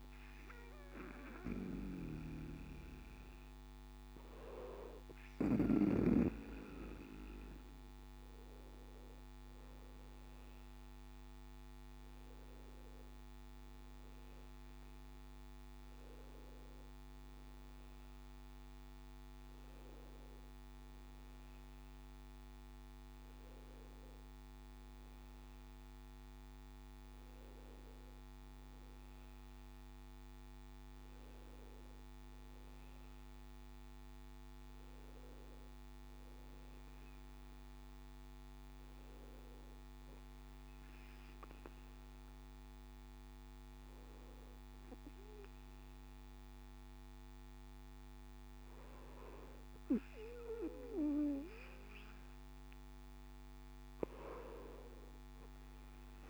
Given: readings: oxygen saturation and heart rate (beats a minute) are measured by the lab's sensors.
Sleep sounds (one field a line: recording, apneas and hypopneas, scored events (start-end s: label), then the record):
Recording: breathing in sleep by a microphone on the trachea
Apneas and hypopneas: none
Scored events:
9.50-13.50 s: arousal
From the record:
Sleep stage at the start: N2 (light sleep)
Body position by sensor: on the back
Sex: male